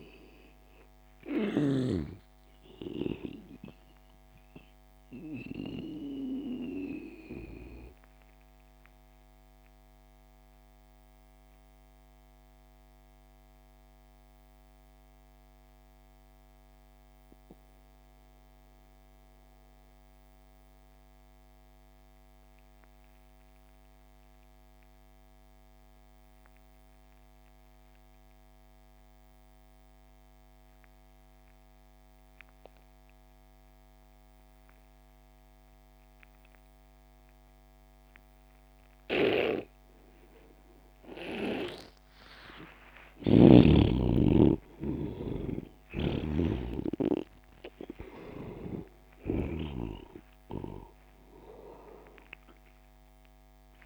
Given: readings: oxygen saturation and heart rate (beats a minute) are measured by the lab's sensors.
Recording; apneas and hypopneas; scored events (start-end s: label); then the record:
breathing in sleep by a microphone on the trachea; 1
0.00-1.50 s: snoring (device-marked)
0.00-14.00 s: oxygen desaturation (device-marked, oxygen 81% lowest)
8.00-41.50 s: mixed apnea (oxygen 97% before, 81% lowest)
32.00-53.86 s: oxygen desaturation (device-marked, oxygen 98% before, 81% lowest)
42.00-46.00 s: arousal
45.00-49.00 s: snoring (device-marked)
From the record:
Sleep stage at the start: N2 (light sleep); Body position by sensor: on the back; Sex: male